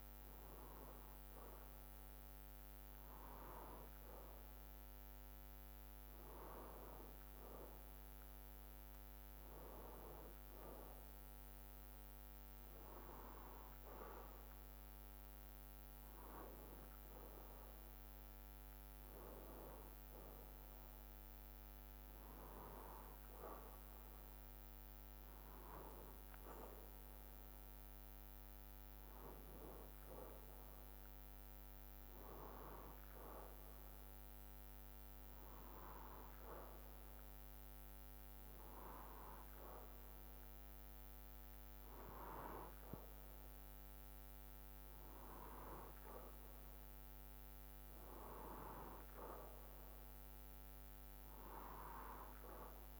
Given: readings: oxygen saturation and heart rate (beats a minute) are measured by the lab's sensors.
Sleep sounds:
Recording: breathing in sleep by a microphone on the trachea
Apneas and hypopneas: none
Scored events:
0.00-53.00 s: bradycardia (device-marked, heart rate 54 extreme)
From the record:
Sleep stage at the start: N2 (light sleep)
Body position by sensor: on the back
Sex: male

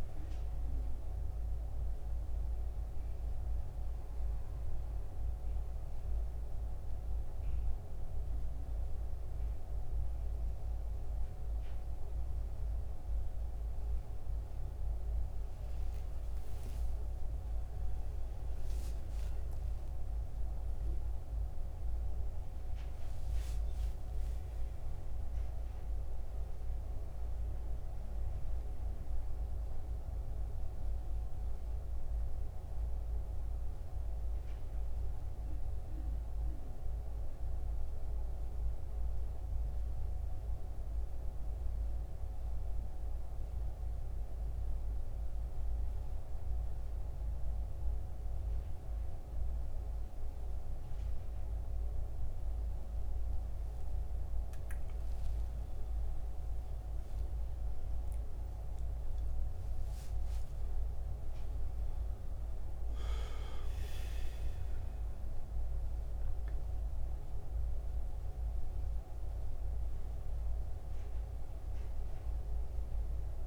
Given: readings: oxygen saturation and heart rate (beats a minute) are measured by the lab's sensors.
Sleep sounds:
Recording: breathing in sleep, hard to hear, by a room microphone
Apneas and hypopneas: 2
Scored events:
0.00-6.00 s: oxygen desaturation (device-marked, oxygen 91% lowest, heart rate 69 extreme)
2.50-14.00 s: mixed apnea (oxygen 94% before, 86% lowest, heart rate 75 before, 69 extreme, up 11 after)
16.00-21.50 s: arousal
29.00-48.00 s: oxygen desaturation (device-marked, oxygen 93% before, 86% lowest, heart rate 75 before, 66 extreme)
37.50-41.50 s: arousal
44.00-54.00 s: central apnea (oxygen 94% before, 88% lowest, heart rate 76 before, 66 extreme, up 14 after)
55.50-59.00 s: arousal
72.00-73.47 s: oxygen desaturation (device-marked, oxygen 92% before, 88% lowest, heart rate 76 before, 64 extreme)
From the record:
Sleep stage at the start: N2 (light sleep)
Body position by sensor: on the back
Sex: male

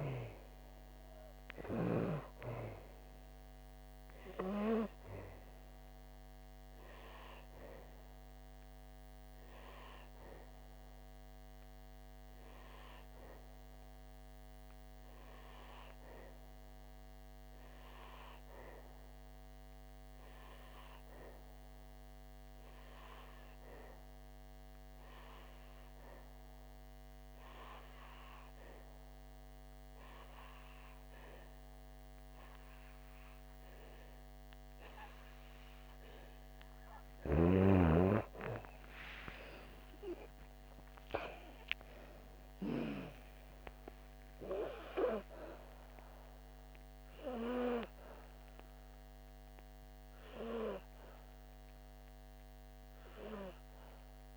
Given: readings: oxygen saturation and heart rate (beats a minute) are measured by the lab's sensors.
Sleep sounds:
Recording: breathing in sleep by a microphone on the trachea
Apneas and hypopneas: 1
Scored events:
0.00-18.00 s: oxygen desaturation (device-marked, oxygen 91% lowest, heart rate 59 extreme)
8.00-36.50 s: obstructive apnea (oxygen 98% before, 90% lowest, heart rate 67 before, 54 extreme, up 7 after)
39.00-43.50 s: arousal
48.00-54.37 s: oxygen desaturation (device-marked, oxygen 94% before, 91% lowest, heart rate 67 before, 54 extreme)
From the record:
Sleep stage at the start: N2 (light sleep)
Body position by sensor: on the back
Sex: female

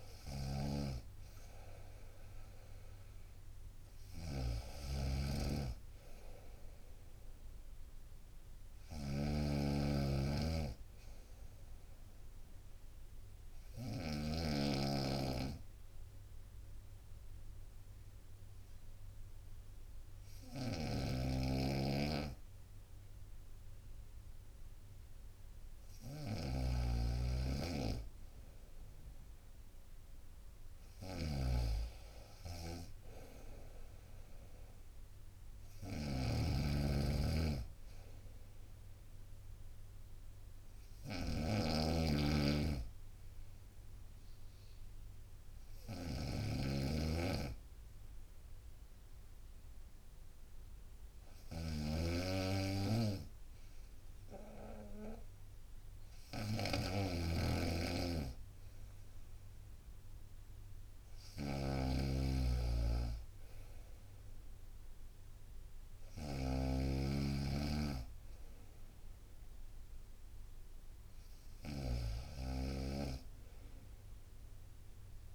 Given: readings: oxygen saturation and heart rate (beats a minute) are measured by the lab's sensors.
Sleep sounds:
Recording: breathing in sleep by a room microphone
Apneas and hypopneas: 2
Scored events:
0.00-2.50 s: bradycardia (device-marked, heart rate 59 extreme)
0.00-3.50 s: arousal
0.00-14.00 s: snoring (device-marked)
4.50-12.50 s: bradycardia (device-marked, heart rate 63 before, 58 extreme)
12.00-25.50 s: obstructive apnea (oxygen 97% before, 94% lowest, heart rate 59 before, 58 extreme, up 4 after)
13.50-24.50 s: bradycardia (device-marked, heart rate 63 before, 58 extreme)
20.50-75.35 s: snoring (device-marked)
27.50-40.50 s: drop in pulse transit time (device-marked, heart rate 59 before, 60 extreme)
38.50-43.50 s: bradycardia (device-marked, heart rate 63 before, 59 extreme)
46.00-58.50 s: obstructive apnea (oxygen 96% before, 94% lowest, heart rate 61 before, 59 extreme, up 3 after)
48.50-52.50 s: bradycardia (device-marked, heart rate 63 before, 59 extreme)
62.50-65.50 s: arousal
From the record:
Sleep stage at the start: N2 (light sleep)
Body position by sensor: on the right side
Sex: female

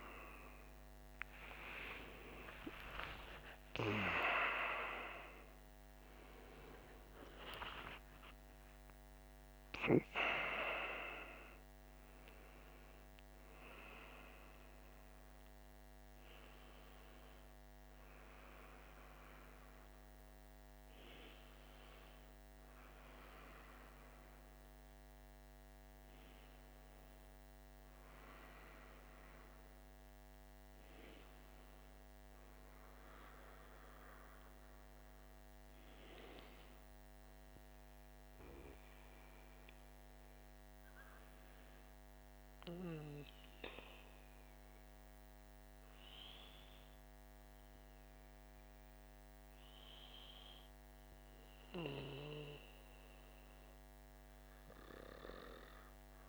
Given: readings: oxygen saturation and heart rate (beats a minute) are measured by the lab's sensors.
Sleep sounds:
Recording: breathing in sleep by a microphone on the trachea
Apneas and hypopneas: none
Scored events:
0.00-18.00 s: oxygen desaturation (device-marked, oxygen 70% lowest, heart rate 52 extreme)
1.50-9.00 s: arousal
From the record:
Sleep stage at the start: N1 (lightest sleep)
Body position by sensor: on the back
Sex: male

